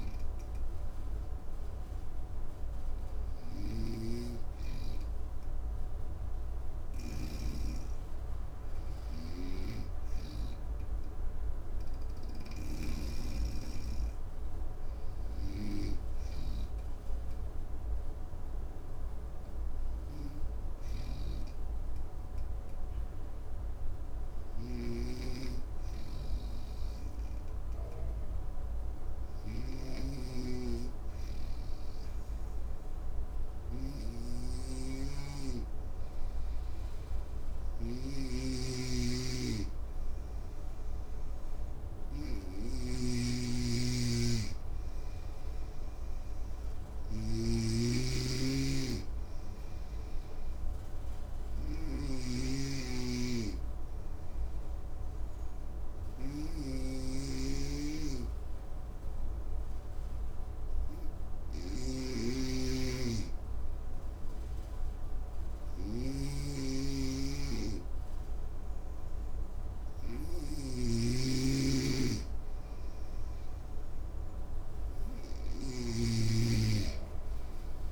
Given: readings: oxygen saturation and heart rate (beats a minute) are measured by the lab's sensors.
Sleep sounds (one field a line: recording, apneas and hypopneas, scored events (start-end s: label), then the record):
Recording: breathing in sleep by a room microphone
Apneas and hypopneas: 2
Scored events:
6.50-12.50 s: snoring (device-marked)
17.50-40.50 s: obstructive apnea (oxygen 96% before, 94% lowest, heart rate 58 before, 53 extreme, up 5 after)
24.00-75.50 s: snoring (device-marked)
43.00-48.00 s: arousal
54.00-71.50 s: obstructive apnea (oxygen 99% before, 94% lowest, heart rate 58 before, 55 extreme, up 4 after)
76.50-77.92 s: arousal
From the record:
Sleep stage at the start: N2 (light sleep)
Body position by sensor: on the right side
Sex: male